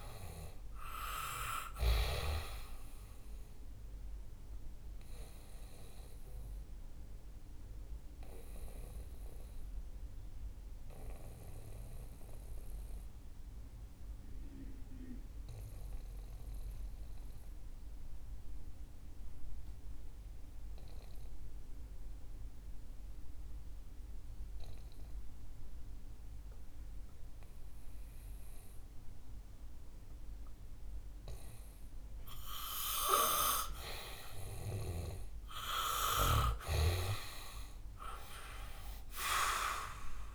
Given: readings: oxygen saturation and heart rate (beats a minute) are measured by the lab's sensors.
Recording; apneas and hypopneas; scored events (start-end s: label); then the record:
breathing in sleep by a room microphone; 1
0.50-24.50 s: oxygen desaturation (device-marked, oxygen 97% before, 85% lowest, heart rate 69 before, 61 extreme)
5.50-32.00 s: obstructive apnea (oxygen 99% before, 85% lowest, heart rate 71 before, 61 extreme, up 6 after)
33.50-37.50 s: arousal
34.50-40.35 s: oxygen desaturation (device-marked, oxygen 99% before, 88% lowest, heart rate 66 before, 61 extreme)
From the record:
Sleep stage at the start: N2 (light sleep); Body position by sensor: on the back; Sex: male